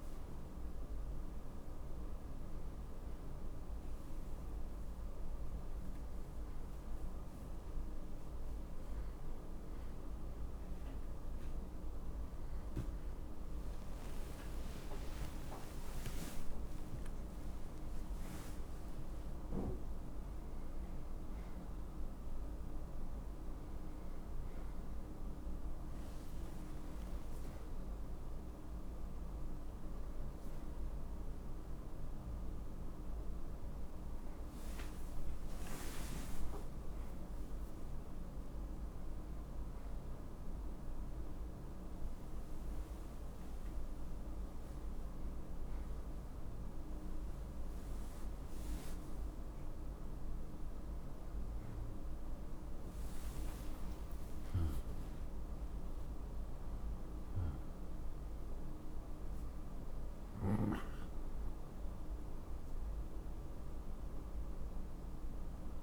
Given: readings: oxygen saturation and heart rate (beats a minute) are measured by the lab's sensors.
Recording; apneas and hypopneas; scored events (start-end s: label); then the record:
a person partly awake in a sleep study, hard to hear, by a room microphone; none
28.50-65.83 s: new sleep stage, N1 (lightest sleep)
57.50-63.50 s: oxygen desaturation (device-marked, oxygen 94% before, 89% lowest, heart rate 85 before, 62 extreme)
64.50-65.83 s: arousal
From the record:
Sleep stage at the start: awake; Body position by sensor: on the right side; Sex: male